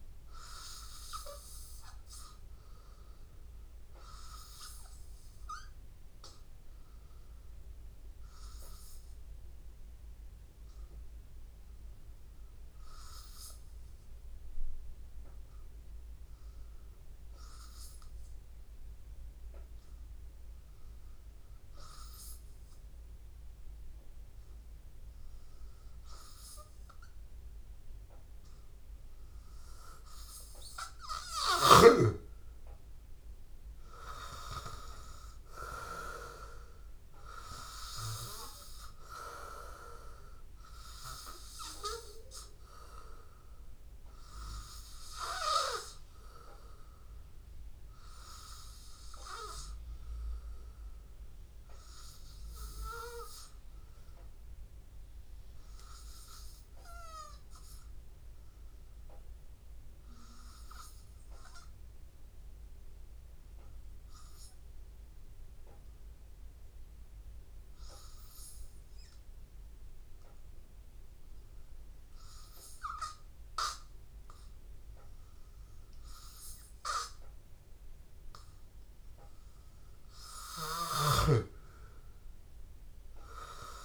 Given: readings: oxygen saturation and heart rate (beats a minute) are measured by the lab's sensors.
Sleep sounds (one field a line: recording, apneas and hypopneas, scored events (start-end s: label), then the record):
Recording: breathing in sleep by a room microphone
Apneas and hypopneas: 1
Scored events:
24.50-53.50 s: oxygen desaturation (device-marked, oxygen 96% before, 88% lowest, heart rate 83 before, 82 extreme)
34.00-38.50 s: arousal
49.50-73.00 s: hypopnea (oxygen 96% before, 89% lowest, heart rate 85 before, 82 extreme, up 0 after)
71.50-83.85 s: oxygen desaturation (device-marked, oxygen 98% before, 91% lowest, heart rate 84 before, 82 extreme)
77.00-81.00 s: arousal
From the record:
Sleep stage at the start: N2 (light sleep)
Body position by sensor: on the back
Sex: male